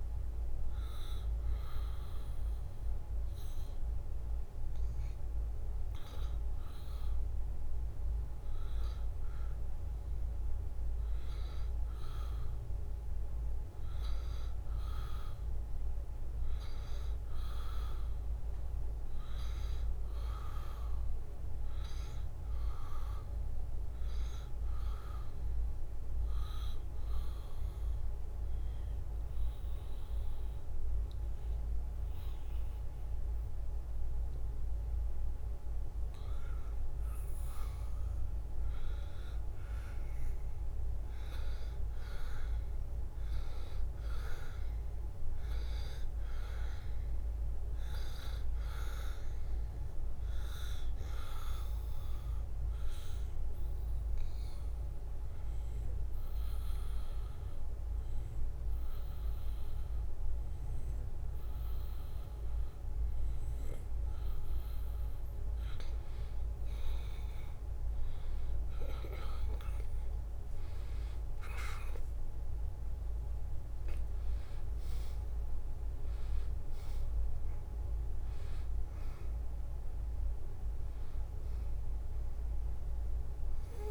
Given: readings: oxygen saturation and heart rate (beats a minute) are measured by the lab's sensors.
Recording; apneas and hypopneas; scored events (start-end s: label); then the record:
breathing in sleep, hard to hear, by a room microphone; 3
0.00-10.50 s: oxygen desaturation (device-marked, oxygen 90% lowest, heart rate 73 extreme)
1.00-12.00 s: hypopnea (oxygen 94% before, 90% lowest, heart rate 74 before, 73 extreme, up 1 after)
15.50-19.00 s: arousal
28.00-38.00 s: obstructive apnea (oxygen 95% before, 90% lowest, heart rate 75 before, 73 extreme, up 2 after)
40.50-44.50 s: arousal
47.50-59.50 s: oxygen desaturation (device-marked, oxygen 94% before, 90% lowest, heart rate 74 before, 73 extreme)
52.00-65.50 s: hypopnea (oxygen 94% before, 88% lowest, heart rate 74 before, 73 extreme, up 2 after)
68.50-73.00 s: arousal
72.50-83.91 s: oxygen desaturation (device-marked, oxygen 95% before, 90% lowest, heart rate 73 before, 71 extreme)
From the record:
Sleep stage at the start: N2 (light sleep); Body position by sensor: on the back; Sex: male